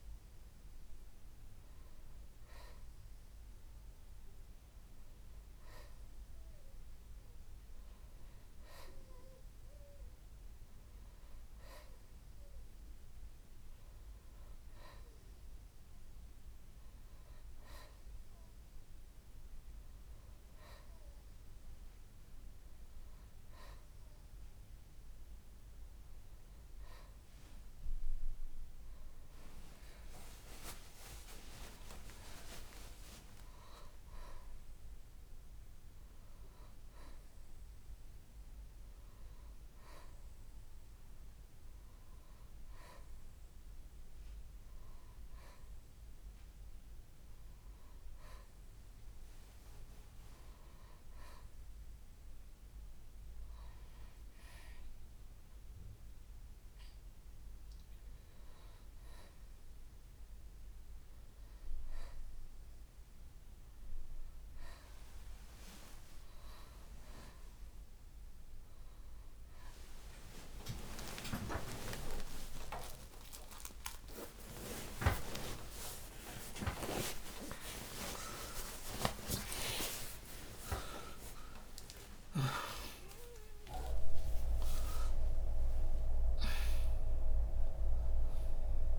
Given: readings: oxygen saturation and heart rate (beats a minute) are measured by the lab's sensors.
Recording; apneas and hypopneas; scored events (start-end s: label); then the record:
breathing in sleep by a room microphone; none
30.50-34.50 s: arousal
71.50-88.99 s: new sleep stage, awake
From the record:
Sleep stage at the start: N1 (lightest sleep); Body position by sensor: on the back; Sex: male